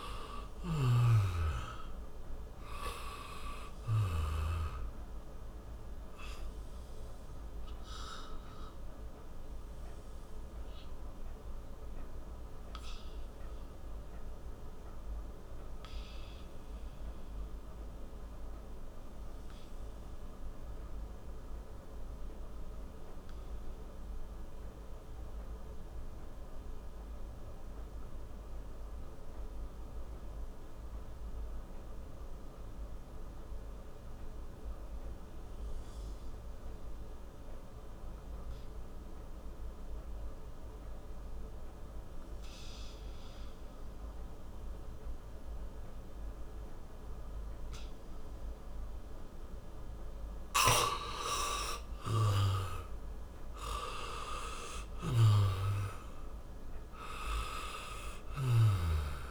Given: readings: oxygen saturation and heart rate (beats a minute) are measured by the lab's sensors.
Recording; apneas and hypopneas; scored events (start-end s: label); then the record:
breathing in sleep by a room microphone; 1
0.00-1.00 s: snoring (device-marked)
6.00-50.50 s: mixed apnea (oxygen 97% before, 83% lowest)
9.00-32.00 s: oxygen desaturation (device-marked, oxygen 95% before, 83% lowest, heart rate 40 before, 35 extreme)
49.00-59.31 s: oxygen desaturation (device-marked, oxygen 97% before, 86% lowest, heart rate 58 before, 26 extreme)
53.00-57.50 s: arousal
From the record:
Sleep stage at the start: N2 (light sleep); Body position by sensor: on the back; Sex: male